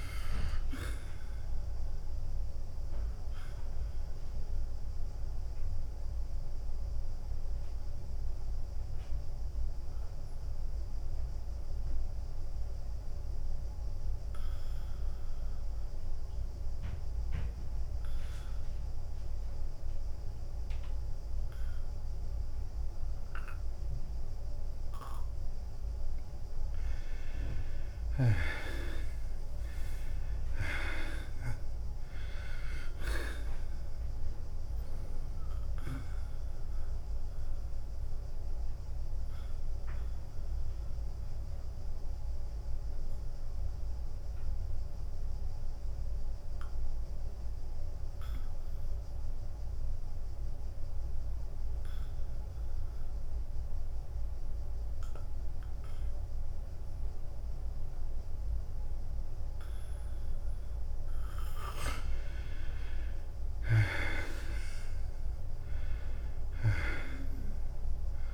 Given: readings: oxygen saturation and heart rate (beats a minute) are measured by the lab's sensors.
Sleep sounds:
breathing in sleep by a room microphone; 2
0.00-8.00 s: drop in pulse transit time (device-marked, heart rate 94 extreme)
0.00-20.00 s: oxygen desaturation (device-marked, oxygen 78% lowest, heart rate 91 extreme)
3.50-27.50 s: mixed apnea (oxygen 98% before, 78% lowest, heart rate 96 before, 91 extreme, up 5 after)
28.00-41.00 s: drop in pulse transit time (device-marked, heart rate 95 before, 91 extreme)
29.50-33.50 s: arousal
37.00-62.00 s: mixed apnea (oxygen 98% before, 80% lowest, heart rate 94 before, 90 extreme, up 5 after)
48.00-55.00 s: oxygen desaturation (device-marked, oxygen 90% before, 82% lowest, heart rate 95 before, 90 extreme)
63.50-67.00 s: arousal
66.00-68.34 s: drop in pulse transit time (device-marked, heart rate 93 before, 92 extreme)
67.00-68.34 s: oxygen desaturation (device-marked, oxygen 96% before, 80% lowest, heart rate 92 before, 89 extreme)
From the record:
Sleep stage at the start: N2 (light sleep); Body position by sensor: on the back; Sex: male

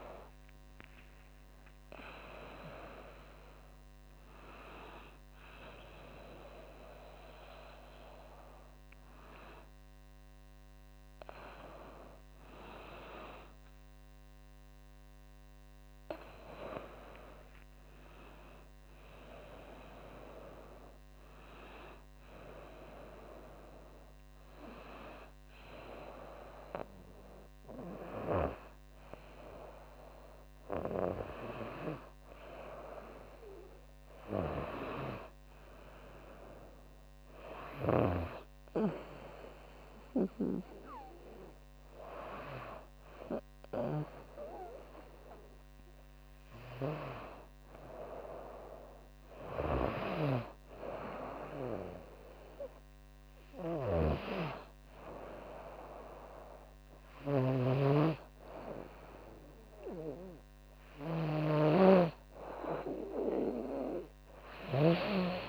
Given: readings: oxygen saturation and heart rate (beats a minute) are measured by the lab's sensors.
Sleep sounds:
a person partly awake in a sleep study, by a microphone on the trachea; none
0.00-1.00 s: long interval between heartbeats (device-marked, heart rate 87 extreme)
18.00-48.00 s: new sleep stage, N1 (lightest sleep)
48.00-65.49 s: new sleep stage, N2 (light sleep)
49.00-64.00 s: snoring (device-marked)
53.00-57.00 s: arousal
From the record:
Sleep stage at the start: awake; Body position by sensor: on the right side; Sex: female

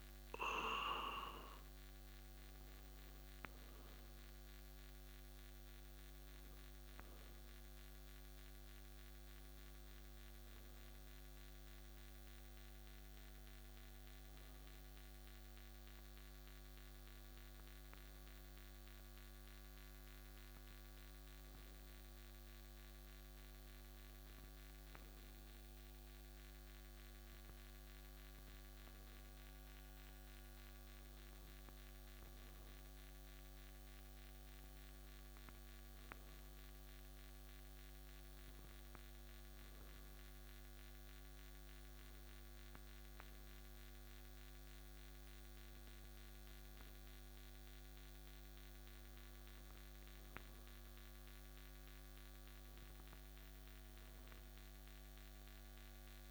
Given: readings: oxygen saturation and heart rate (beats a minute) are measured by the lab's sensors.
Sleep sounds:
breathing in sleep, hard to hear, by a microphone on the trachea; none
none scored
From the record:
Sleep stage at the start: N2 (light sleep); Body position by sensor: on the back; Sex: male

